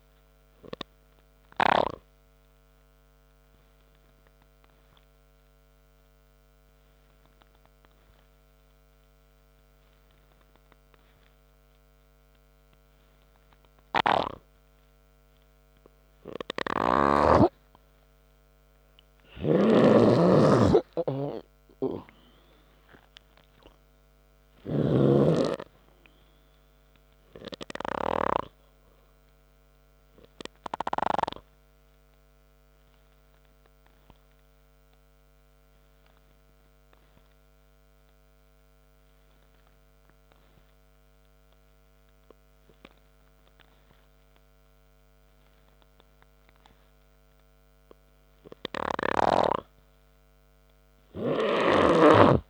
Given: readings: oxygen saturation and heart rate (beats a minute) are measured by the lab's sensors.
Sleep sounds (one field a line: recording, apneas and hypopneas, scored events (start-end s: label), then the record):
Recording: breathing in sleep by a microphone on the trachea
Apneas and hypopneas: 2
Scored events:
0.00-3.00 s: oxygen desaturation (device-marked, oxygen 93% lowest, heart rate 57 extreme)
5.00-16.00 s: obstructive apnea (oxygen 97% before, 93% lowest, heart rate 65 before, 57 extreme)
20.00-25.50 s: snoring (device-marked)
23.00-26.50 s: arousal
29.00-46.00 s: oxygen desaturation (device-marked, oxygen 97% before, 93% lowest, heart rate 66 before, 60 extreme)
34.00-48.00 s: obstructive apnea (oxygen 97% before, 91% lowest, heart rate 67 before, 60 extreme)
51.00-52.50 s: arousal
From the record:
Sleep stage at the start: N3 (deep sleep)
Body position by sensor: on the back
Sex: male